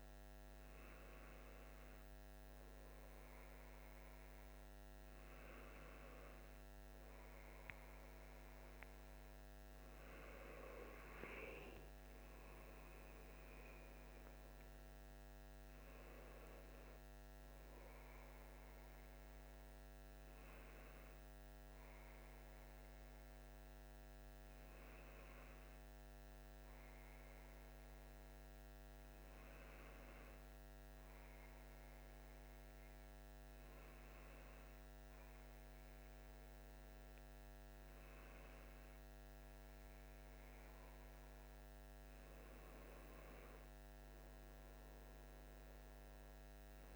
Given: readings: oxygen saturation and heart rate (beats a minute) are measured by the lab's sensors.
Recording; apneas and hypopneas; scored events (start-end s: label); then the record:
breathing in sleep, hard to hear, by a microphone on the trachea; none
none scored
From the record:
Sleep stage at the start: N1 (lightest sleep); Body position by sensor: on the left side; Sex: male